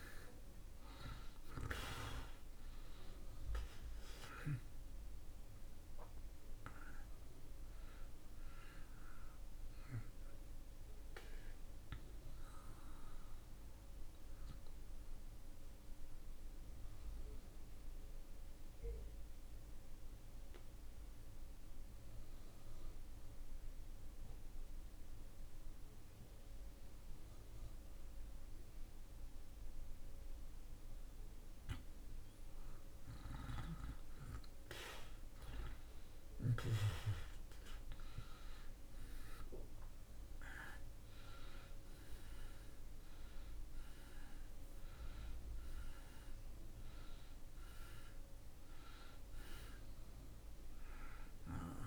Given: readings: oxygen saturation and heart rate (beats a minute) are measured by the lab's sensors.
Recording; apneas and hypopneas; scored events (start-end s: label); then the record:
breathing in sleep by a room microphone; 1
0.00-23.50 s: oxygen desaturation (device-marked, oxygen 79% lowest)
14.50-32.00 s: obstructive apnea (oxygen 96% before, 80% lowest)
32.50-37.50 s: arousal
38.50-51.87 s: oxygen desaturation (device-marked, oxygen 96% before, 80% lowest)
From the record:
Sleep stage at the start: N2 (light sleep); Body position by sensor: on the back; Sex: male